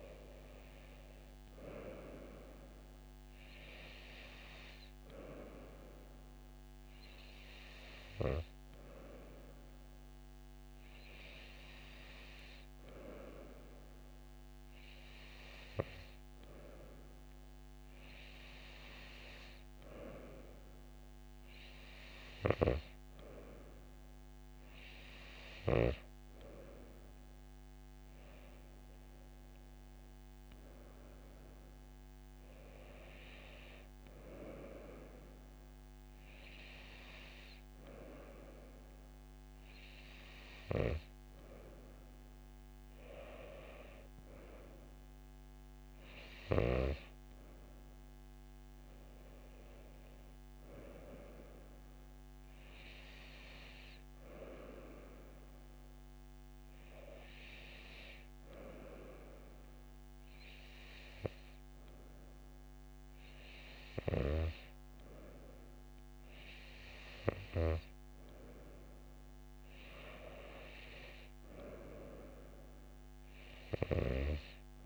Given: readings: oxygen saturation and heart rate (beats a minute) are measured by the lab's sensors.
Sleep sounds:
breathing in sleep by a microphone on the trachea; none
none scored
From the record:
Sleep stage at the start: N2 (light sleep); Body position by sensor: on the right side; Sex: female

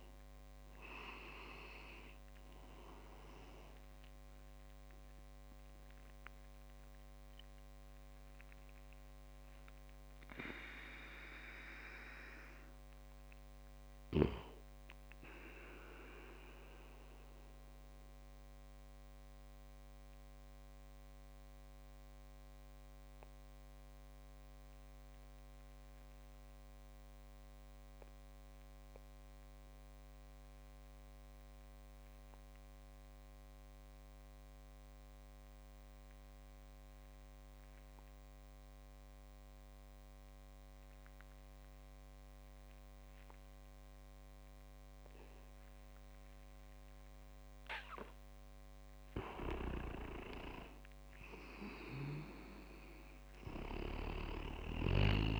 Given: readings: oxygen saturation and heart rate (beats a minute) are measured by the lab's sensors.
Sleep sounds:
breathing in sleep by a microphone on the trachea; 1
0.00-23.00 s: oxygen desaturation (device-marked, oxygen 89% lowest)
6.50-48.00 s: obstructive apnea (oxygen 98% before, 89% lowest)
42.00-55.40 s: oxygen desaturation (device-marked, oxygen 98% before, 89% lowest)
49.00-51.00 s: leg movement (device-marked)
50.00-54.00 s: arousal
From the record:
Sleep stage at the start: N2 (light sleep); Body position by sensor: on the back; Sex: male

